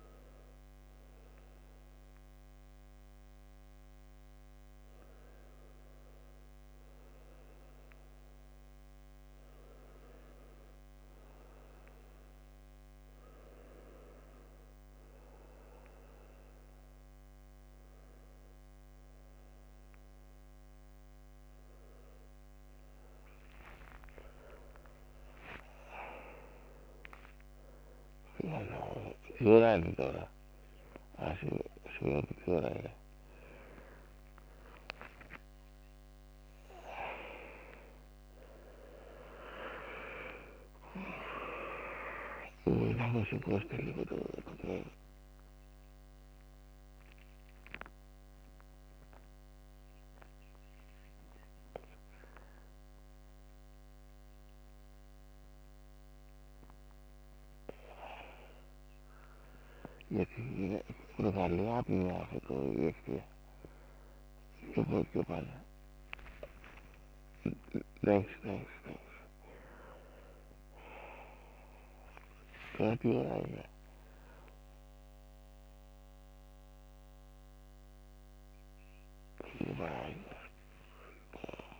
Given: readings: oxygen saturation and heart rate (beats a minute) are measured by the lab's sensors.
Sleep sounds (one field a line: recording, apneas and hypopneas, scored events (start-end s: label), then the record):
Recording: breathing in sleep by a microphone on the trachea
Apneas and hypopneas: none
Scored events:
32.00-35.50 s: arousal
34.50-36.50 s: long interval between heartbeats (device-marked, heart rate 75 before, 89 extreme)
43.00-45.00 s: long interval between heartbeats (device-marked, heart rate 81 before, 117 extreme)
60.50-64.50 s: snoring (device-marked)
62.50-67.00 s: arousal
64.00-66.00 s: long interval between heartbeats (device-marked, heart rate 96 before, 83 extreme)
From the record:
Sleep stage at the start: N2 (light sleep)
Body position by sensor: on the back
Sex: male